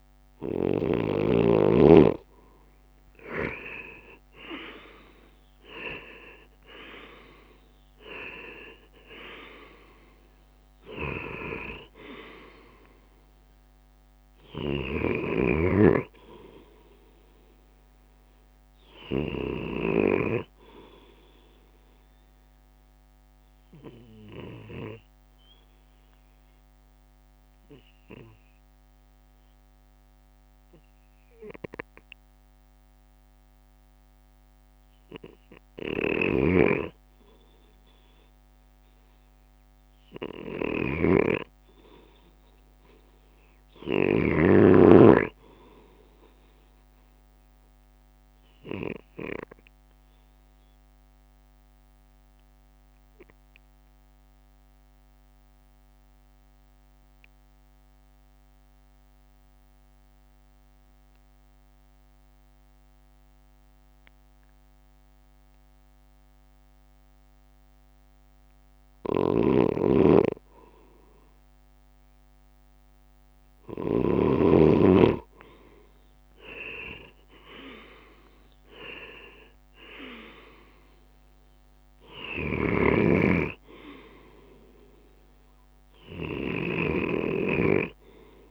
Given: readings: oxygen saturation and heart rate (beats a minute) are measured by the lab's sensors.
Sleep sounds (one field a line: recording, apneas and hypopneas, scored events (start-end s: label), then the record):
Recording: breathing in sleep by a microphone on the trachea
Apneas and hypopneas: 2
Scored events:
0.00-20.00 s: oxygen desaturation (device-marked, oxygen 82% lowest, heart rate 61 extreme)
2.50-7.50 s: arousal
3.00-19.00 s: drop in pulse transit time (device-marked, heart rate 66 before, 69 extreme)
22.00-35.00 s: obstructive apnea (oxygen 89% before, 82% lowest, heart rate 74 before, 56 extreme, up 3 after)
39.00-44.00 s: arousal
49.00-69.00 s: obstructive apnea (oxygen 98% before, 88% lowest, heart rate 63 before, 56 extreme, up 7 after)
64.00-88.50 s: oxygen desaturation (device-marked, oxygen 97% before, 92% lowest, heart rate 60 before, 58 extreme)
74.00-78.50 s: arousal
77.00-88.50 s: drop in pulse transit time (device-marked, heart rate 60 before, 61 extreme)
From the record:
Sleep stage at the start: REM sleep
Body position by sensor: on the left side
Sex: male